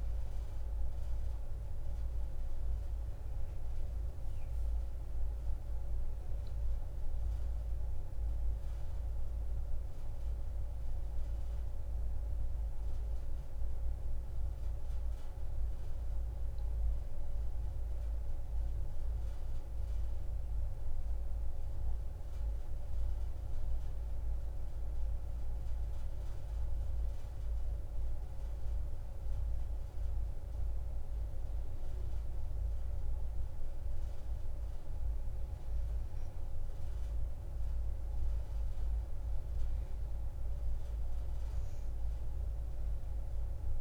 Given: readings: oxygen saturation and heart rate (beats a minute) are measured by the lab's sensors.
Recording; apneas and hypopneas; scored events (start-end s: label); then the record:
breathing in sleep, hard to hear, by a room microphone; 1
0.00-6.00 s: oxygen desaturation (device-marked, oxygen 91% lowest)
17.50-21.50 s: arousal
25.00-36.50 s: obstructive apnea (oxygen 95% before, 90% lowest)
39.50-43.81 s: arousal
From the record:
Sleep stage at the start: N2 (light sleep); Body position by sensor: on the back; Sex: female